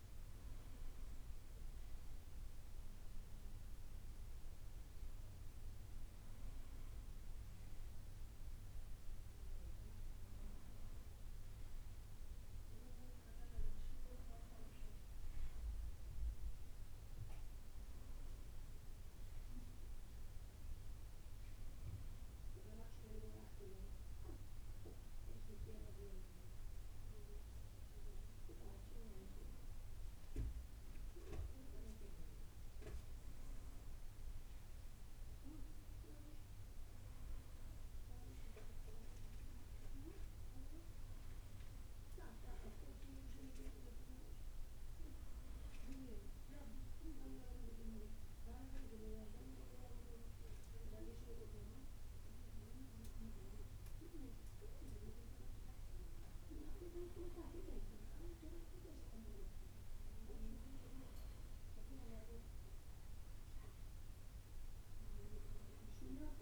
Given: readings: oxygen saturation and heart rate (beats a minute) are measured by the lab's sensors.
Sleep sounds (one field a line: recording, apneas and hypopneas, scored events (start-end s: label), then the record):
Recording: a person awake in a sleep study, by a room microphone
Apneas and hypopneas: none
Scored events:
none scored
From the record:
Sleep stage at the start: awake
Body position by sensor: on the back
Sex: male